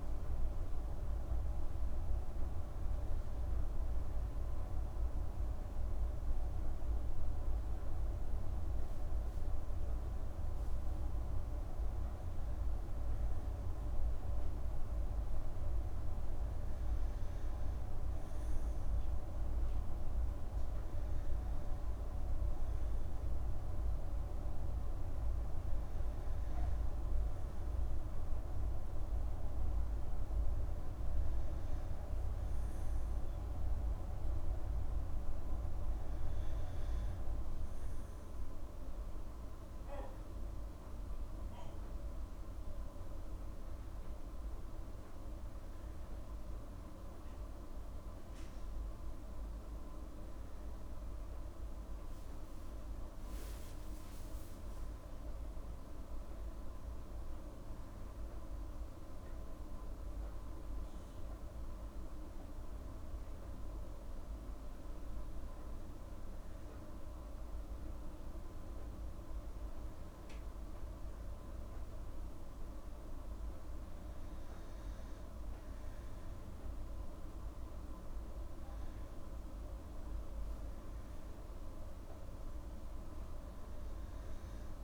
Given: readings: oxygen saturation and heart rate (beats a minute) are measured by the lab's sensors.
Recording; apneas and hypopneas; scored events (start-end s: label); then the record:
breathing in sleep, hard to hear, by a room microphone; none
42.50-47.00 s: arousal
From the record:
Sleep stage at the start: N2 (light sleep); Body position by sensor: on the back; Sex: female